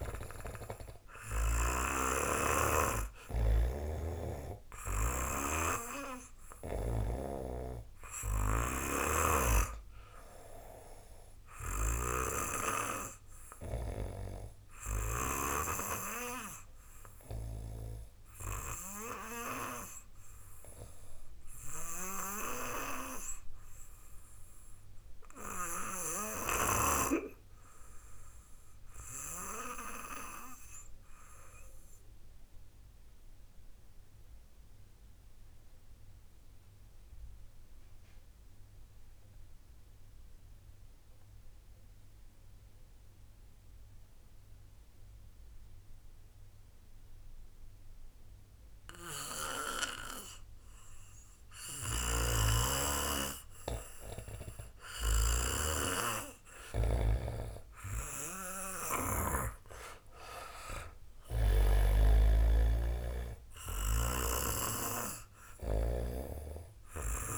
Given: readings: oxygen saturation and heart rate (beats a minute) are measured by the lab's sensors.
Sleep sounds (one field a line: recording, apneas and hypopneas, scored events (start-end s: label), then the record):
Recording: breathing in sleep by a room microphone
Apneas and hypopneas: 1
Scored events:
0.00-1.50 s: snoring (device-marked)
0.00-30.50 s: oxygen desaturation (device-marked, oxygen 90% lowest)
3.50-7.00 s: snoring (device-marked)
22.50-51.50 s: obstructive apnea (oxygen 96% before, 85% lowest, heart rate 39 before, 28 extreme, up 11 after)
48.50-67.38 s: oxygen desaturation (device-marked, oxygen 94% before, 85% lowest)
51.50-55.50 s: snoring (device-marked)
55.50-59.00 s: arousal
61.50-67.38 s: snoring (device-marked)
From the record:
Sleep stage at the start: REM sleep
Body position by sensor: on the back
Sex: male